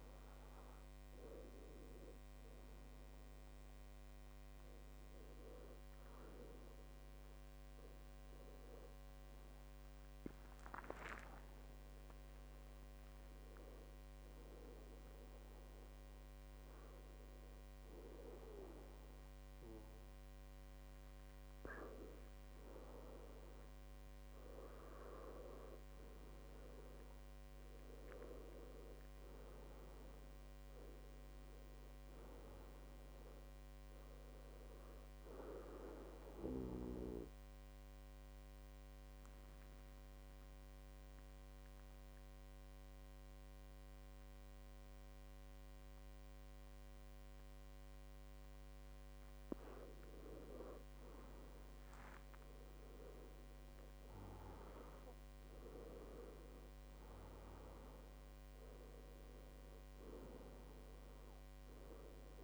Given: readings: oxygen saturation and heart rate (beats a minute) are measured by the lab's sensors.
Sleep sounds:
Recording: breathing in sleep by a microphone on the trachea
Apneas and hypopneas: 2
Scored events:
9.50-21.50 s: hypopnea (oxygen 97% before, 94% lowest, heart rate 74 before, 64 extreme)
23.50-27.00 s: arousal
36.50-50.00 s: obstructive apnea (oxygen 98% before, 92% lowest, heart rate 71 before, 64 extreme, up 13 after)
52.50-54.50 s: long interval between heartbeats (device-marked, heart rate 67 before, 69 extreme)
52.50-55.50 s: arousal
From the record:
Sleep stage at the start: N2 (light sleep)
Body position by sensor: on the back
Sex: male

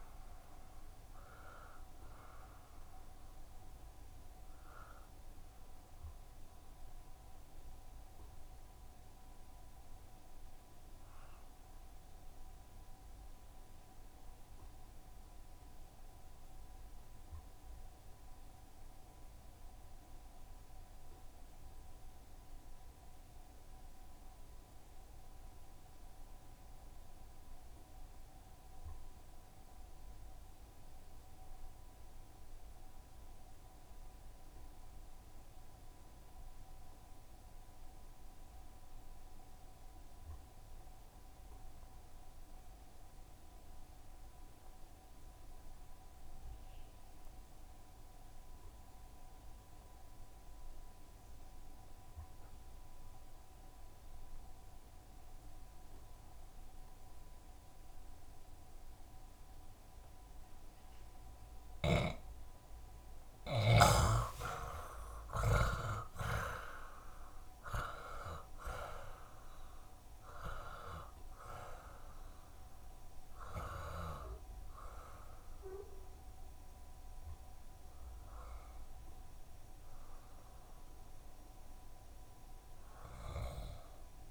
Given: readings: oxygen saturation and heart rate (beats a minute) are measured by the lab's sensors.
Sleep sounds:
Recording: breathing in sleep by a room microphone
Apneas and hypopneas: 1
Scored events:
0.00-10.00 s: oxygen desaturation (device-marked, oxygen 71% lowest, heart rate 67 extreme)
7.50-60.00 s: obstructive apnea (oxygen 76% before, 69% lowest, heart rate 77 before, 67 extreme, up 21 after)
36.00-84.31 s: oxygen desaturation (device-marked, oxygen 93% before, 69% lowest, heart rate 68 before, 60 extreme)
62.00-66.00 s: snoring (device-marked)
62.50-67.50 s: arousal
64.50-66.50 s: long interval between heartbeats (device-marked, heart rate 71 before, 88 extreme)
70.00-72.00 s: long interval between heartbeats (device-marked, heart rate 77 before, 84 extreme)
73.50-75.50 s: long interval between heartbeats (device-marked, heart rate 80 before, 91 extreme)
From the record:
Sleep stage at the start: N2 (light sleep)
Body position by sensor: on the back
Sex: male

